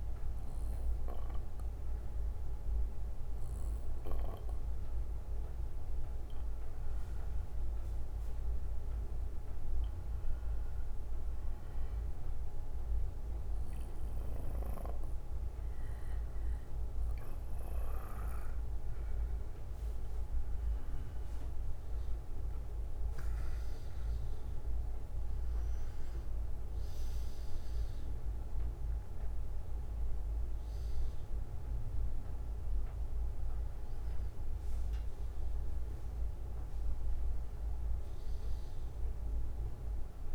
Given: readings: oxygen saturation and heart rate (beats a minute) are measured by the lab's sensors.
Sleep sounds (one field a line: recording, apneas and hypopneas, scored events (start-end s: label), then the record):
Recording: breathing in sleep, hard to hear, by a room microphone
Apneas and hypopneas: 1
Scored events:
0.50-4.50 s: bradycardia (device-marked, heart rate 65 before, 53 extreme)
11.00-22.00 s: obstructive apnea (oxygen 95% before, 92% lowest, heart rate 61 before, 50 extreme, up 17 after)
11.50-13.50 s: bradycardia (device-marked, heart rate 65 before, 61 extreme)
14.50-18.50 s: bradycardia (device-marked, heart rate 65 before, 58 extreme)
22.50-26.50 s: arousal
29.50-33.50 s: bradycardia (device-marked, heart rate 63 before, 57 extreme)
From the record:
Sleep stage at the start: N2 (light sleep)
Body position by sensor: on the back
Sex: male